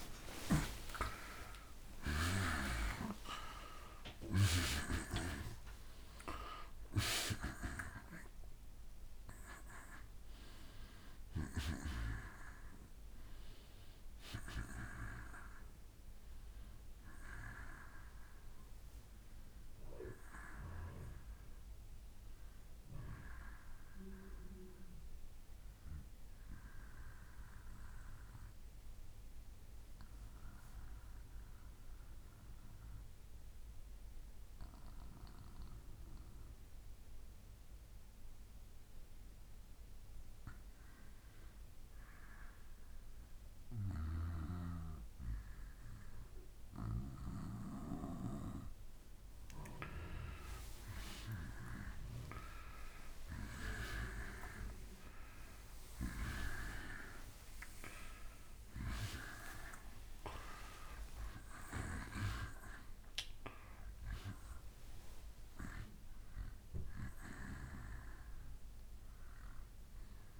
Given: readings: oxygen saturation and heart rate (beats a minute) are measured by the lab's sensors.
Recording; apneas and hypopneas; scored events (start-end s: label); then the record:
breathing in sleep by a room microphone; 1
0.00-24.00 s: oxygen desaturation (device-marked, oxygen 84% lowest, heart rate 64 extreme)
24.50-38.00 s: obstructive apnea (oxygen 92% before, 89% lowest, heart rate 80 before, 58 extreme, up 4 after)
47.00-70.40 s: oxygen desaturation (device-marked, oxygen 97% before, 89% lowest, heart rate 67 before, 64 extreme)
50.50-55.50 s: arousal
From the record:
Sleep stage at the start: N2 (light sleep); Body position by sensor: on the back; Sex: male